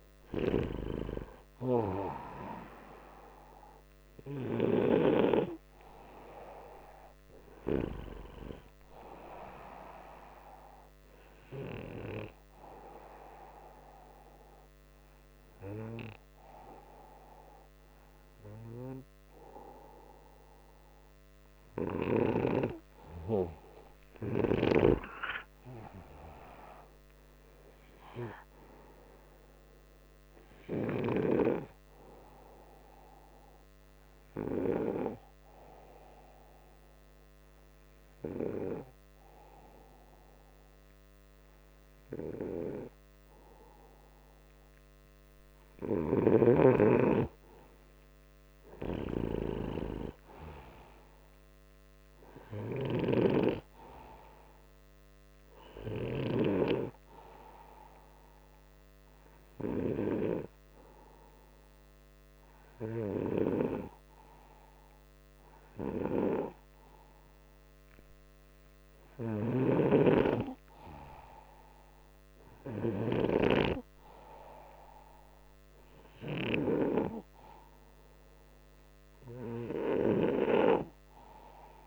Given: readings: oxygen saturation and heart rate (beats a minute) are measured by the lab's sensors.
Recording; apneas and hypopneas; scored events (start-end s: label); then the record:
breathing in sleep by a microphone on the trachea; 2
0.50-4.50 s: arousal
11.00-21.50 s: hypopnea (oxygen 96% before, 94% lowest, heart rate 66 before, 58 extreme, up 11 after)
23.50-27.50 s: arousal
32.50-44.00 s: hypopnea (oxygen 97% before, 93% lowest, heart rate 66 before, 57 extreme, up 11 after)
46.00-49.50 s: arousal
52.50-56.50 s: snoring (device-marked)
From the record:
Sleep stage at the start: N2 (light sleep); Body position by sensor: upright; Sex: male